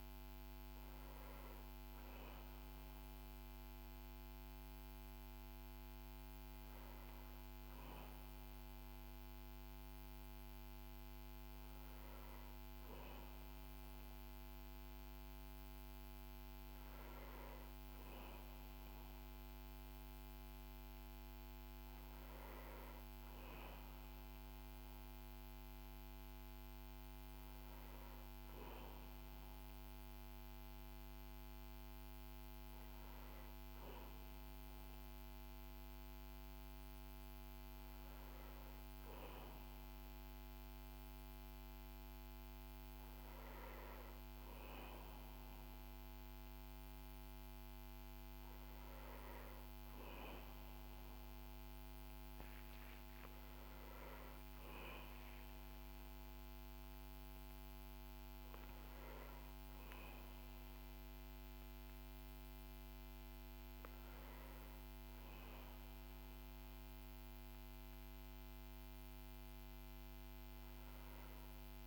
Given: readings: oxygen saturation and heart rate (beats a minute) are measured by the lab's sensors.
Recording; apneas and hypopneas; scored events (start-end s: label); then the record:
breathing in sleep, hard to hear, by a microphone on the trachea; none
none scored
From the record:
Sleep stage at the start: N1 (lightest sleep); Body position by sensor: on the back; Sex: male